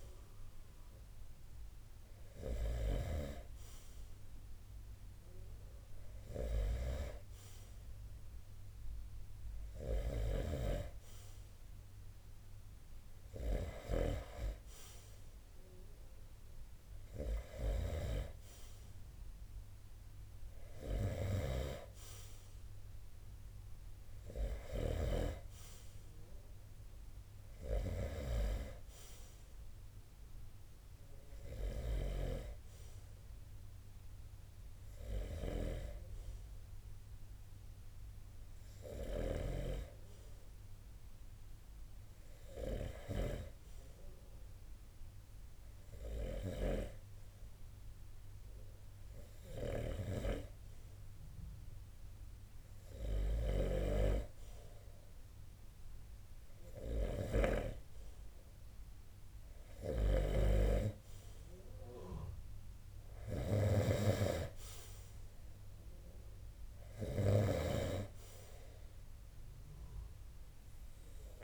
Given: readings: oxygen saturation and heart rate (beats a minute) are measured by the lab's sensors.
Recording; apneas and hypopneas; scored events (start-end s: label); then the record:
breathing in sleep by a room microphone; 1
0.00-2.50 s: snoring (device-marked)
9.50-31.50 s: snoring (device-marked)
36.00-56.00 s: hypopnea (oxygen 92% before, 85% lowest)
48.50-66.50 s: snoring (device-marked)
51.00-71.44 s: oxygen desaturation (device-marked, oxygen 92% before, 89% lowest)
58.00-62.00 s: arousal
From the record:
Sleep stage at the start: N2 (light sleep); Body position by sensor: on the right side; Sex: male